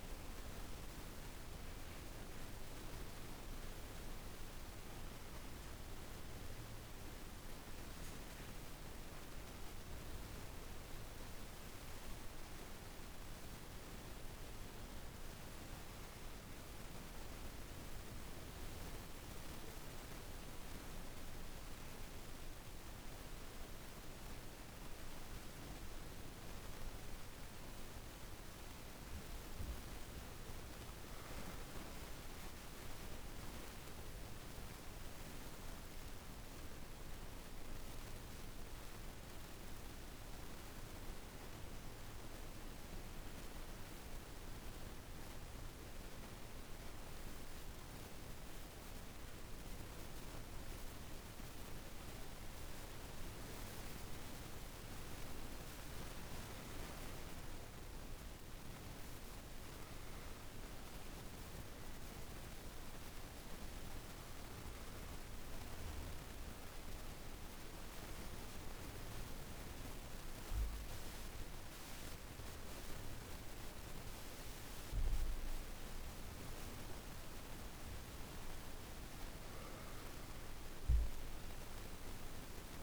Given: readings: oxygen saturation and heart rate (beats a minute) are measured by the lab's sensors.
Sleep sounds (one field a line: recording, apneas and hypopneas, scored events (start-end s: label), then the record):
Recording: breathing in sleep, hard to hear, by a room microphone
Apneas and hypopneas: 3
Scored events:
0.00-15.50 s: oxygen desaturation (device-marked, oxygen 82% lowest, heart rate 50 extreme)
13.50-23.50 s: obstructive apnea (oxygen 97% before, 85% lowest, heart rate 54 before, 51 extreme, up 6 after)
25.50-29.00 s: arousal
32.50-48.00 s: obstructive apnea (oxygen 99% before, 85% lowest, heart rate 53 before, 52 extreme, up 4 after)
51.50-73.50 s: oxygen desaturation (device-marked, oxygen 97% before, 85% lowest, heart rate 53 before, 52 extreme)
52.00-56.00 s: arousal
61.00-73.50 s: obstructive apnea (oxygen 97% before, 85% lowest, heart rate 54 before, 52 extreme, up 4 after)
77.00-81.00 s: arousal
From the record:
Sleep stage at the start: N2 (light sleep)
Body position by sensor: on the back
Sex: female